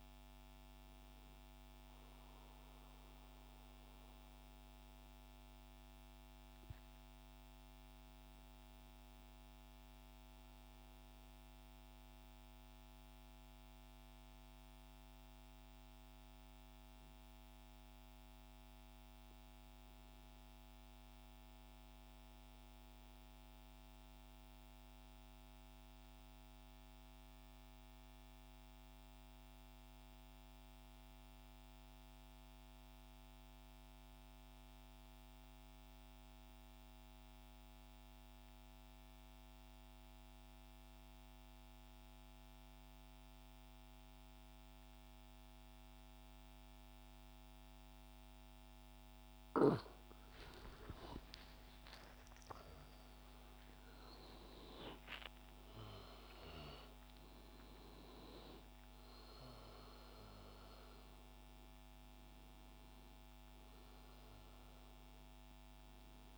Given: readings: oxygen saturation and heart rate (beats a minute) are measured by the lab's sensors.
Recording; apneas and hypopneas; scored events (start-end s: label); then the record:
breathing in sleep, hard to hear, by a microphone on the trachea; 1
0.00-1.50 s: oxygen desaturation (device-marked, oxygen 91% lowest, heart rate 59 extreme)
11.00-49.50 s: mixed apnea (oxygen 98% before, 88% lowest, heart rate 65 before, 59 extreme, up 30 after)
31.50-57.50 s: oxygen desaturation (device-marked, oxygen 97% before, 90% lowest, heart rate 62 before, 64 extreme)
50.50-55.50 s: arousal
From the record:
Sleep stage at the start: N2 (light sleep); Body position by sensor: on the back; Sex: male